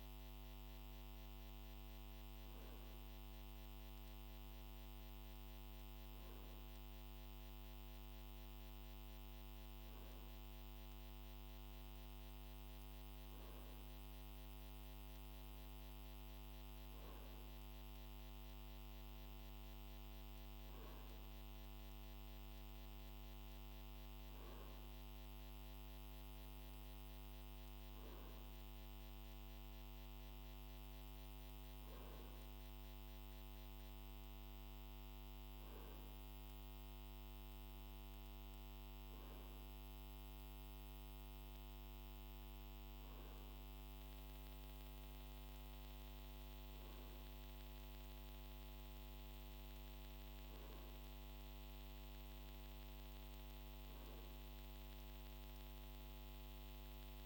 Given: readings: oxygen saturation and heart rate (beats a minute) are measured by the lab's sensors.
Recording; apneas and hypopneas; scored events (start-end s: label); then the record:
breathing in sleep, hard to hear, by a microphone on the trachea; none
none scored
From the record:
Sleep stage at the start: N2 (light sleep); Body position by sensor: on the right side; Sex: male